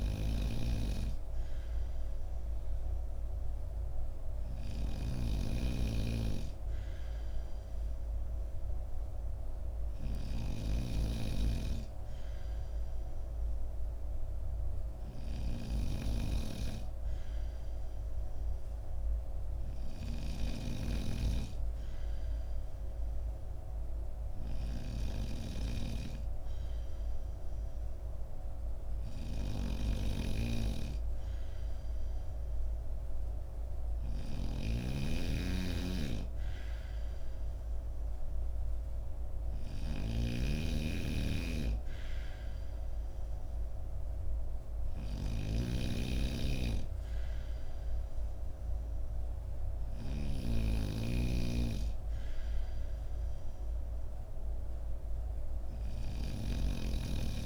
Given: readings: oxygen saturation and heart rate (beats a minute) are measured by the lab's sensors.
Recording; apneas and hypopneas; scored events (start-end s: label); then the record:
breathing in sleep by a room microphone; none
0.00-57.46 s: snoring (device-marked)
From the record:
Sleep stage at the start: N2 (light sleep); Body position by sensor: on the right side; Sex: male